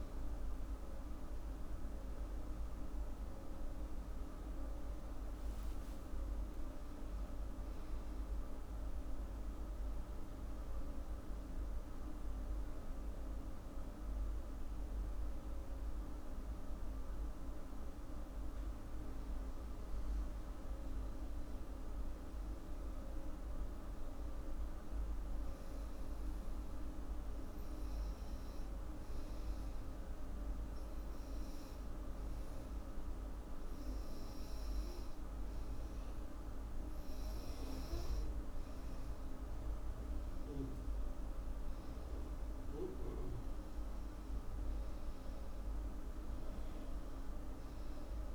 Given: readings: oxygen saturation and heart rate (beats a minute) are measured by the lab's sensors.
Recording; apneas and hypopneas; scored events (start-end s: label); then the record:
breathing in sleep, hard to hear, by a room microphone; 1
19.00-48.35 s: new sleep stage, N2 (light sleep)
26.00-37.00 s: hypopnea (oxygen 99% before, 96% lowest, heart rate 85 before, 82 extreme, up 4 after)
41.00-45.50 s: arousal
From the record:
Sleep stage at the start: N1 (lightest sleep); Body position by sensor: on the back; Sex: female